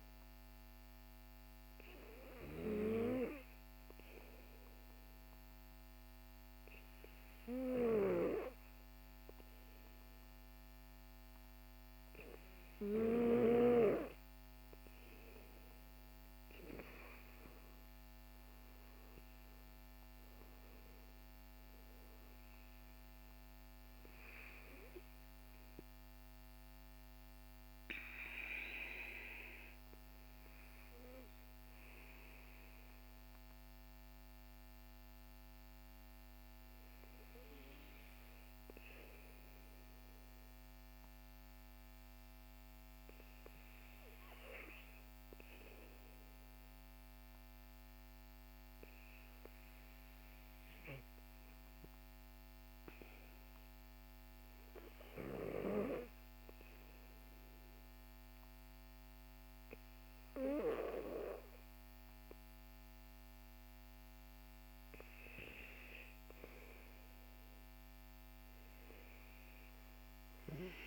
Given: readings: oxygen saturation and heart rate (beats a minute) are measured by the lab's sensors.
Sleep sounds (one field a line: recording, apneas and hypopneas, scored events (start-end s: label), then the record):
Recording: breathing in sleep by a microphone on the trachea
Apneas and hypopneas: none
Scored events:
60.50-70.87 s: new sleep stage, REM sleep
From the record:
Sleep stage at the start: N2 (light sleep)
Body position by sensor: on the back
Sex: male